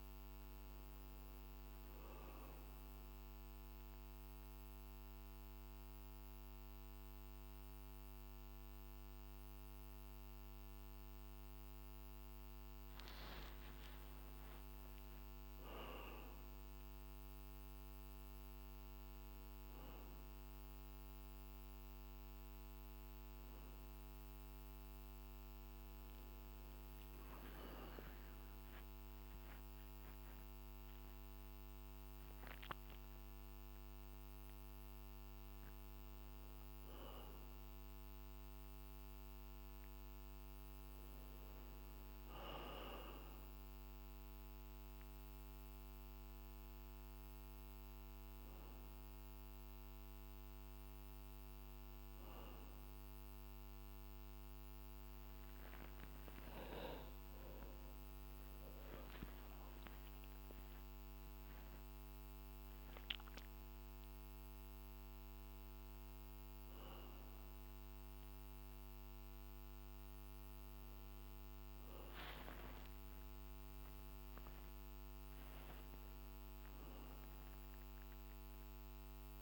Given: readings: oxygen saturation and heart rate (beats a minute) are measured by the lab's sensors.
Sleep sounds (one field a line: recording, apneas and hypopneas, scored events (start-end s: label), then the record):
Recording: a person partly awake in a sleep study, hard to hear, by a microphone on the trachea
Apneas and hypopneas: 1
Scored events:
2.50-13.00 s: central apnea (oxygen 99% before, 95% lowest, heart rate 52 before, 50 extreme, up 3 after)
14.00-18.50 s: arousal
54.50-79.42 s: new sleep stage, awake
From the record:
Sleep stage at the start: N1 (lightest sleep)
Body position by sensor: on the back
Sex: male